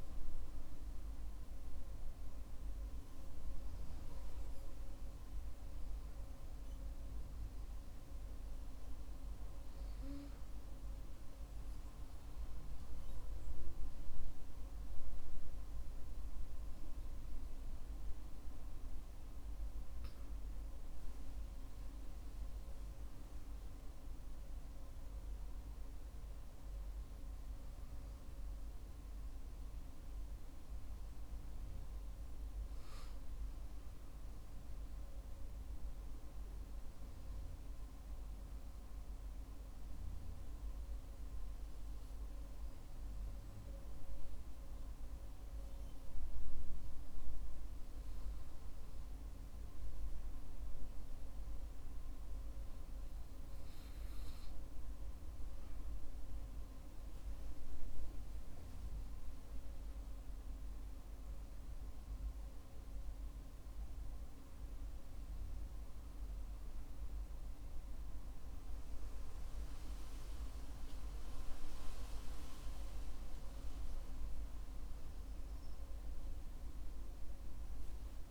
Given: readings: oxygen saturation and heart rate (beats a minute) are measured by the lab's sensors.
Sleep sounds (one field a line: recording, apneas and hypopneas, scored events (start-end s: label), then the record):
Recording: breathing in sleep, hard to hear, by a room microphone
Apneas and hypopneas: 1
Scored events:
32.00-78.31 s: new sleep stage, N2 (light sleep)
40.00-55.50 s: hypopnea (oxygen 95% before, 92% lowest, heart rate 55 before, 53 extreme, up 6 after)
57.00-75.00 s: oxygen desaturation (device-marked, oxygen 95% before, 92% lowest, heart rate 55 before, 52 extreme)
57.50-60.50 s: arousal
From the record:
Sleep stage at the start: N1 (lightest sleep)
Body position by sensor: on the back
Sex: male